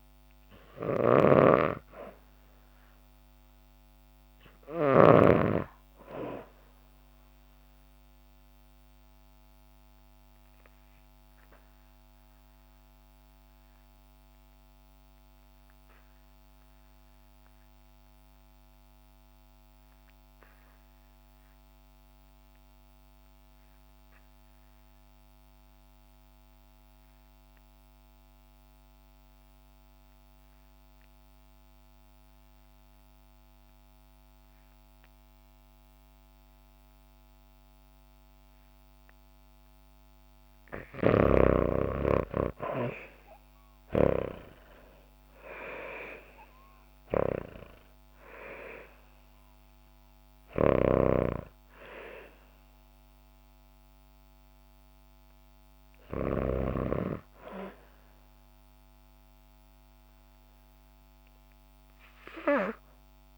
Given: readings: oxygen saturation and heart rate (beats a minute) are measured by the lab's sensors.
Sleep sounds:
breathing in sleep by a microphone on the trachea; 1
0.00-5.00 s: snoring (device-marked)
0.00-13.50 s: oxygen desaturation (device-marked, oxygen 92% lowest, heart rate 50 extreme)
7.50-40.00 s: obstructive apnea (oxygen 97% before, 76% lowest, heart rate 57 before, 49 extreme, up 12 after)
24.50-63.37 s: oxygen desaturation (device-marked, oxygen 97% before, 76% lowest, heart rate 60 before, 49 extreme)
43.00-48.00 s: arousal
50.50-56.50 s: snoring (device-marked)
From the record:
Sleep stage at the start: REM sleep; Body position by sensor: on the back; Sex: female

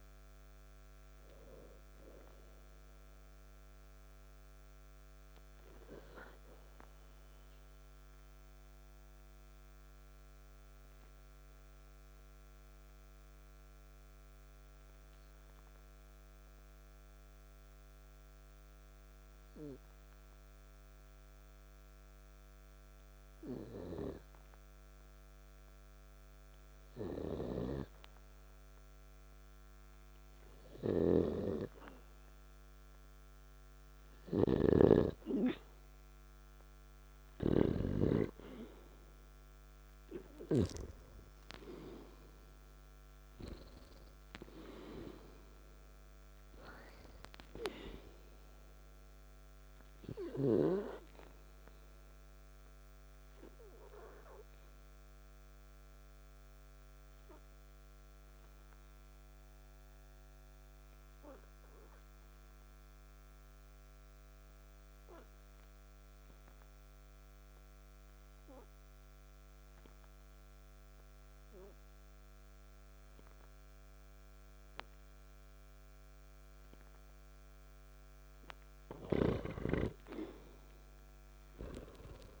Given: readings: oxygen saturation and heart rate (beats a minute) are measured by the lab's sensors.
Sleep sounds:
breathing in sleep by a microphone on the trachea; 2
2.50-20.50 s: oxygen desaturation (device-marked, oxygen 95% before, 91% lowest, heart rate 60 before, 48 extreme)
9.50-32.00 s: hypopnea (oxygen 98% before, 90% lowest, heart rate 61 before, 48 extreme, up 3 after)
37.50-42.00 s: arousal
41.50-73.50 s: oxygen desaturation (device-marked, oxygen 98% before, 90% lowest, heart rate 51 before, 48 extreme)
54.00-73.50 s: obstructive apnea (oxygen 98% before, 89% lowest, heart rate 54 before, 48 extreme)
80.50-82.40 s: arousal
From the record:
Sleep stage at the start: N2 (light sleep); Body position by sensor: on the back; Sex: male

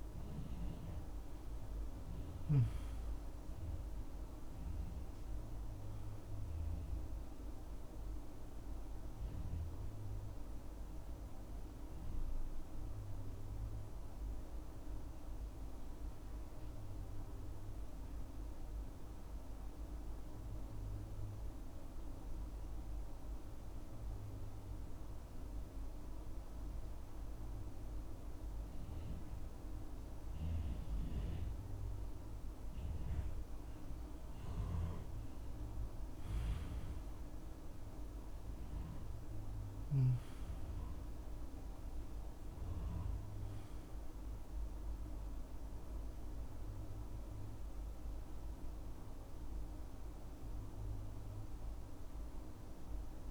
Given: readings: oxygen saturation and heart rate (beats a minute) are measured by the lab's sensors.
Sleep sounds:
breathing in sleep, hard to hear, by a room microphone; 1
0.00-1.00 s: arousal
1.50-10.50 s: oxygen desaturation (device-marked, oxygen 98% before, 94% lowest, heart rate 67 before, 63 extreme)
9.50-32.50 s: obstructive apnea (oxygen 98% before, 93% lowest, heart rate 71 before, 64 extreme, up 7 after)
34.50-50.50 s: oxygen desaturation (device-marked, oxygen 98% before, 93% lowest, heart rate 67 before, 63 extreme)
35.50-39.50 s: arousal
From the record:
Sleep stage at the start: N2 (light sleep); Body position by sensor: on the back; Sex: male

